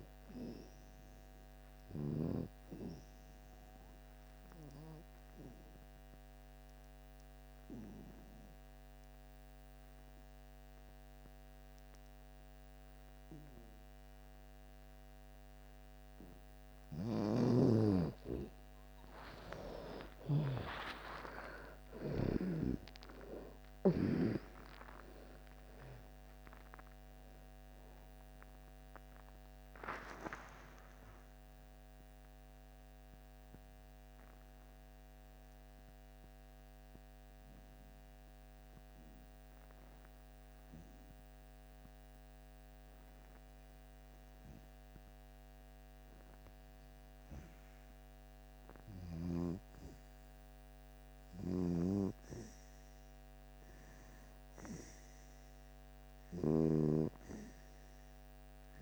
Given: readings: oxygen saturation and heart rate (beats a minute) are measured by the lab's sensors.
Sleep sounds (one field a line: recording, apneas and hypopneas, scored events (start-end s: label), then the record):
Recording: breathing in sleep by a microphone on the trachea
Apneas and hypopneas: 2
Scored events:
3.50-16.00 s: obstructive apnea (oxygen 97% before, 83% lowest)
16.50-22.00 s: snoring (device-marked)
17.00-45.00 s: oxygen desaturation (device-marked, oxygen 94% before, 83% lowest)
18.50-23.50 s: arousal
35.50-47.00 s: obstructive apnea (oxygen 94% before, 83% lowest)
48.50-52.50 s: arousal
52.00-58.82 s: oxygen desaturation (device-marked, oxygen 99% before, 92% lowest)
From the record:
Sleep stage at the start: N2 (light sleep)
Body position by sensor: on the back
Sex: female